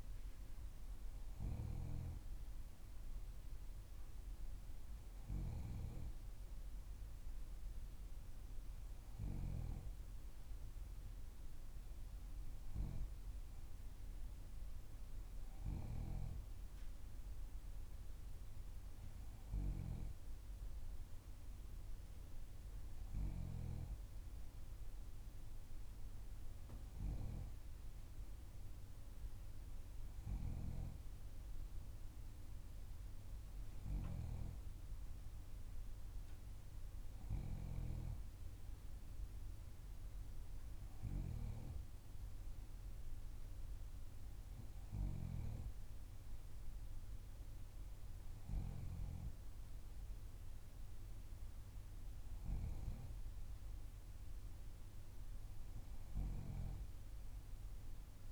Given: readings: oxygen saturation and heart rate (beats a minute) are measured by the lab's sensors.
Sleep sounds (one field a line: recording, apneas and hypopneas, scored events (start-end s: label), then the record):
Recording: breathing in sleep by a room microphone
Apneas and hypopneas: none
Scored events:
none scored
From the record:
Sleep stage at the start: N3 (deep sleep)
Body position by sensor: on the back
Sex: female